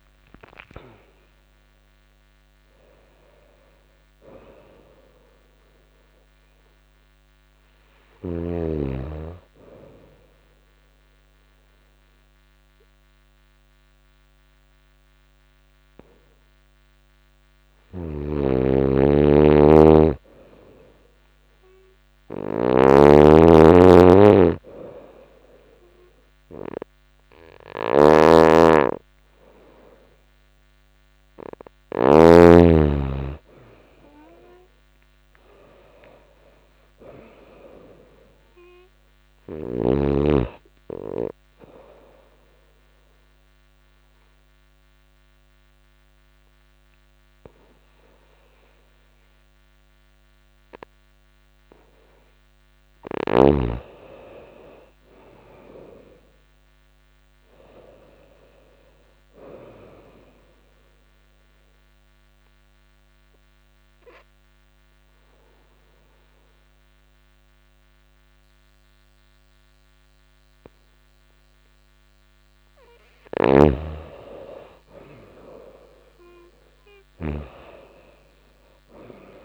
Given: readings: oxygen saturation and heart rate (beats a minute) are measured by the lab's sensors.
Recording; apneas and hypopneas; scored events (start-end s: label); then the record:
breathing in sleep by a microphone on the trachea; 3
9.50-19.50 s: obstructive apnea (oxygen 97% before, 91% lowest, heart rate 90 before, 88 extreme, up 1 after)
17.00-31.50 s: snoring (device-marked)
21.50-24.00 s: arousal
26.50-38.50 s: oxygen desaturation (device-marked, oxygen 96% before, 91% lowest, heart rate 88 before, 86 extreme)
40.50-52.50 s: obstructive apnea (oxygen 97% before, 90% lowest, heart rate 89 before, 85 extreme, up 3 after)
54.50-57.50 s: arousal
60.00-71.00 s: obstructive apnea (oxygen 97% before, 90% lowest, heart rate 89 before, 85 extreme, up 3 after)
63.50-74.50 s: oxygen desaturation (device-marked, oxygen 97% before, 92% lowest, heart rate 88 before, 85 extreme)
72.50-77.00 s: snoring (device-marked)
73.50-76.50 s: arousal
76.50-79.45 s: oxygen desaturation (device-marked, oxygen 98% before, 92% lowest, heart rate 87 before, 86 extreme)
From the record:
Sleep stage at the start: N2 (light sleep); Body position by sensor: on the right side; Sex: female